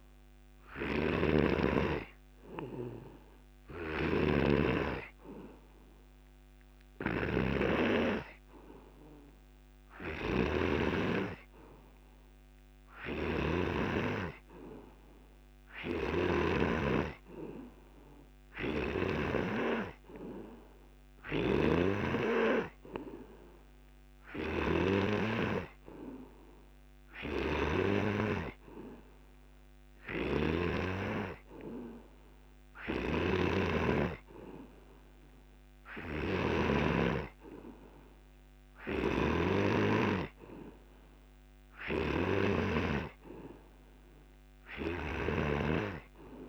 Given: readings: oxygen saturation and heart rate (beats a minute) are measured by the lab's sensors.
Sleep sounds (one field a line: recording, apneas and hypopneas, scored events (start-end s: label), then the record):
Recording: breathing in sleep by a microphone on the trachea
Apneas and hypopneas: none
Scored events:
37.00-46.49 s: new sleep stage, N3 (deep sleep)
From the record:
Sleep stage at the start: N2 (light sleep)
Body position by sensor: on the back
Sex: male